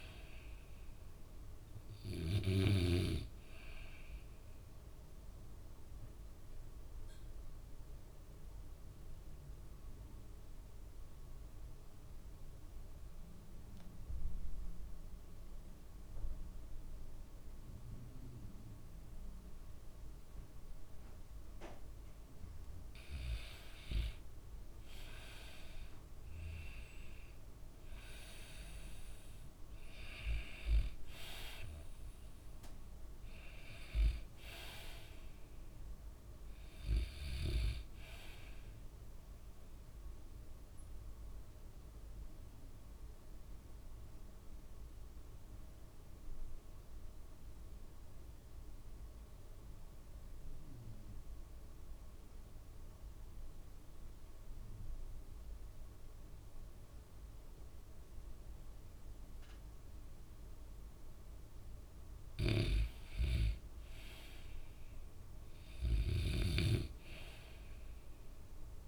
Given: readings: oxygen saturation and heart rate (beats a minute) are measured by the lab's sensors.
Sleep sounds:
breathing in sleep by a room microphone; 2
0.00-3.00 s: snoring (device-marked)
0.00-11.00 s: oxygen desaturation (device-marked, oxygen 92% lowest, heart rate 54 extreme)
4.50-21.50 s: obstructive apnea (oxygen 97% before, 92% lowest, heart rate 63 before, 54 extreme, up 13 after)
23.50-27.00 s: arousal
30.00-35.00 s: oxygen desaturation (device-marked, oxygen 96% before, 93% lowest, heart rate 59 before, 54 extreme)
41.00-53.00 s: oxygen desaturation (device-marked, oxygen 95% before, 92% lowest, heart rate 63 before, 54 extreme)
41.50-62.50 s: obstructive apnea (oxygen 96% before, 91% lowest, heart rate 63 before, 54 extreme, up 5 after)
64.00-67.00 s: arousal
From the record:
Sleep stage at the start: REM sleep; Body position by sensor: on the back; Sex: male

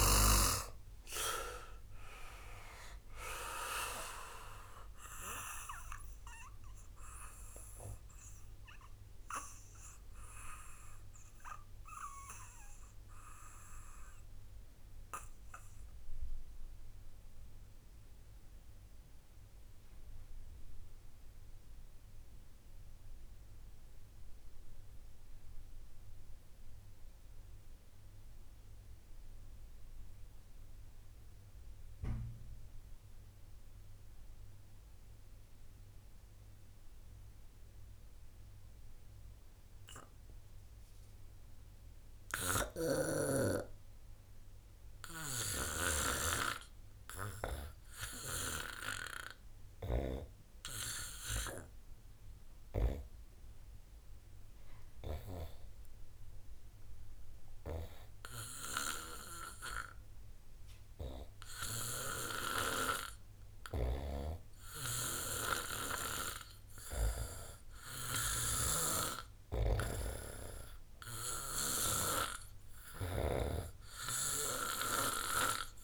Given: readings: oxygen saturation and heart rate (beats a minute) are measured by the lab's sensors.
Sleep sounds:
breathing in sleep by a room microphone; 1
0.00-23.00 s: oxygen desaturation (device-marked, oxygen 88% lowest, heart rate 47 extreme)
11.00-46.00 s: obstructive apnea (oxygen 97% before, 84% lowest, heart rate 60 before, 37 extreme, up 0 after)
42.00-75.84 s: oxygen desaturation (device-marked, oxygen 96% before, 84% lowest, heart rate 64 before, 30 extreme)
49.50-53.50 s: arousal
From the record:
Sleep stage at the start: REM sleep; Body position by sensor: on the back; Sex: male

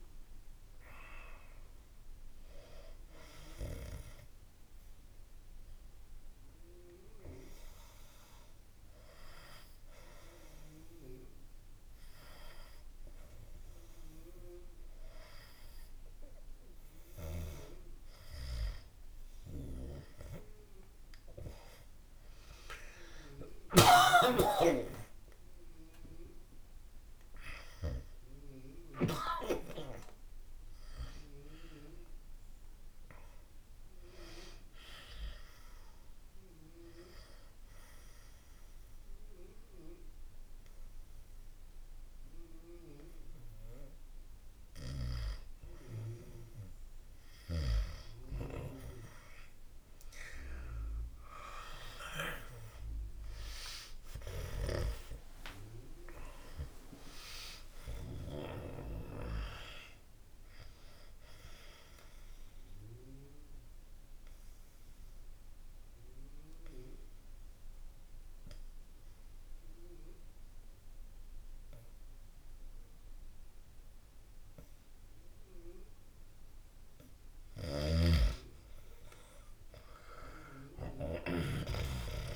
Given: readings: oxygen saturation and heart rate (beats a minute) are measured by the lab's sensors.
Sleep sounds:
breathing in sleep by a room microphone; 3
5.00-19.00 s: obstructive apnea (oxygen 96% before, 92% lowest, heart rate 80 before, 72 extreme, up 39 after)
7.00-19.00 s: oxygen desaturation (device-marked, oxygen 96% before, 92% lowest, heart rate 81 before, 72 extreme)
19.00-29.00 s: snoring (device-marked)
24.50-29.50 s: arousal
36.00-48.00 s: obstructive apnea (oxygen 97% before, 89% lowest, heart rate 92 before, 70 extreme, up 14 after)
52.50-58.00 s: arousal
59.00-74.00 s: oxygen desaturation (device-marked, oxygen 98% before, 93% lowest, heart rate 77 before, 57 extreme)
61.50-77.00 s: obstructive apnea (oxygen 98% before, 89% lowest, heart rate 79 before, 57 extreme, up 11 after)
65.00-82.35 s: new sleep stage, N1 (lightest sleep)
77.50-82.35 s: snoring (device-marked)
81.00-82.35 s: arousal
From the record:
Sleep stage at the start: N2 (light sleep); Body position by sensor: on the back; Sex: male

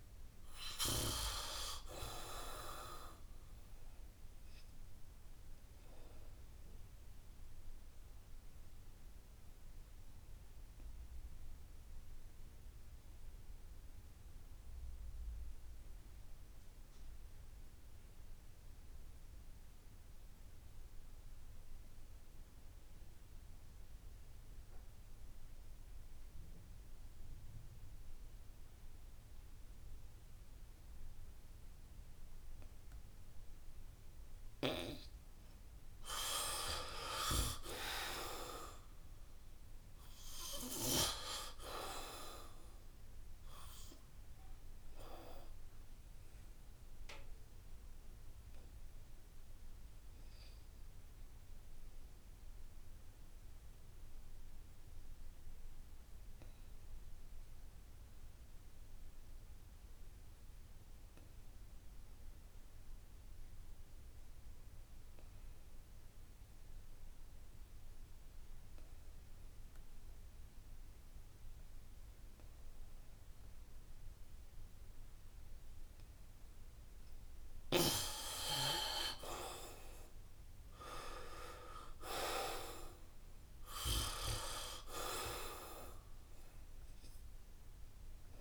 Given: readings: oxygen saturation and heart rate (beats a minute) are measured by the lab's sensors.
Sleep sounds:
breathing in sleep by a room microphone; 2
0.00-16.50 s: oxygen desaturation (device-marked, oxygen 74% lowest, heart rate 64 extreme)
6.00-34.00 s: obstructive apnea (oxygen 90% before, 74% lowest, heart rate 76 before, 64 extreme, up 14 after)
19.50-21.50 s: long interval between heartbeats (device-marked, heart rate 70 before, 69 extreme)
29.00-31.00 s: long interval between heartbeats (device-marked, heart rate 67 before, 69 extreme)
29.50-62.50 s: oxygen desaturation (device-marked, oxygen 97% before, 79% lowest, heart rate 68 before, 66 extreme)
31.50-33.50 s: long interval between heartbeats (device-marked, heart rate 68 before, 70 extreme)
37.00-40.50 s: arousal
54.00-77.00 s: obstructive apnea (oxygen 96% before, 74% lowest, heart rate 73 before, 66 extreme, up 9 after)
68.50-88.41 s: oxygen desaturation (device-marked, oxygen 96% before, 74% lowest, heart rate 70 before, 66 extreme)
81.00-84.00 s: arousal
From the record:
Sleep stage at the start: N2 (light sleep); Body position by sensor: on the back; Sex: male

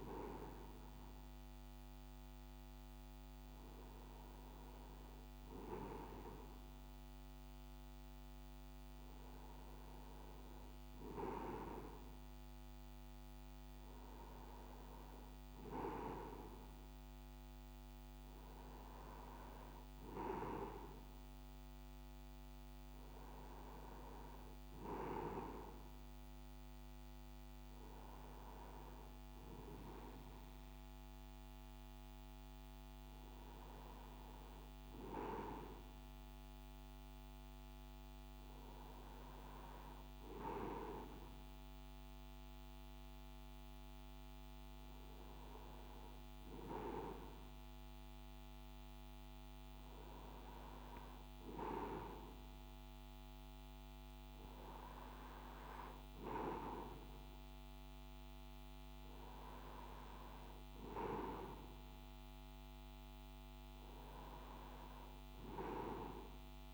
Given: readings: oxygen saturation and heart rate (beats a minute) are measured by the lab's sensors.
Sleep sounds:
breathing in sleep by a microphone on the trachea; none
none scored
From the record:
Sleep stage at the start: N2 (light sleep); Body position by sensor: on the right side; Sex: male

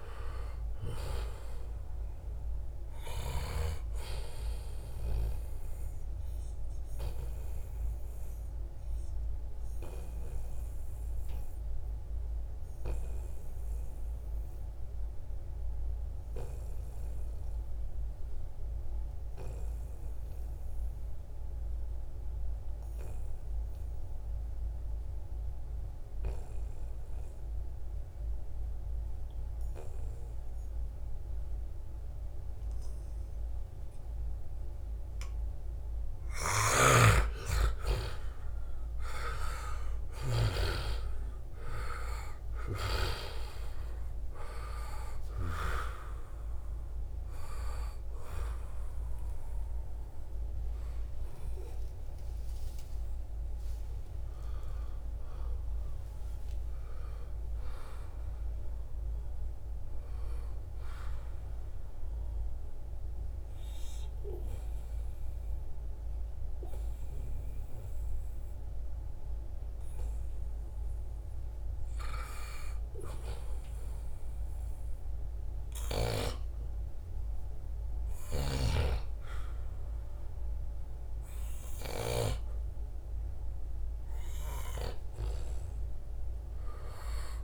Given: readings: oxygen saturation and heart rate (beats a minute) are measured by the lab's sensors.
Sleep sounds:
breathing in sleep by a room microphone; 2
0.00-16.50 s: oxygen desaturation (device-marked, oxygen 90% lowest, heart rate 69 extreme)
5.00-35.50 s: obstructive apnea (oxygen 98% before, 89% lowest, heart rate 76 before, 69 extreme, up 16 after)
32.50-62.50 s: oxygen desaturation (device-marked, oxygen 97% before, 89% lowest, heart rate 72 before, 74 extreme)
35.00-37.00 s: long interval between heartbeats (device-marked, heart rate 71 before, 79 extreme)
36.50-40.50 s: snoring (device-marked)
37.50-40.50 s: arousal
42.50-44.50 s: long interval between heartbeats (device-marked, heart rate 74 before, 85 extreme)
51.50-56.50 s: arousal
53.50-55.50 s: long interval between heartbeats (device-marked, heart rate 83 before, 90 extreme)
61.50-72.00 s: obstructive apnea (oxygen 95% before, 91% lowest, heart rate 87 before, 76 extreme, up 0 after)
85.50-87.44 s: arousal
From the record:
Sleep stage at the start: N2 (light sleep); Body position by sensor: on the back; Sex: male

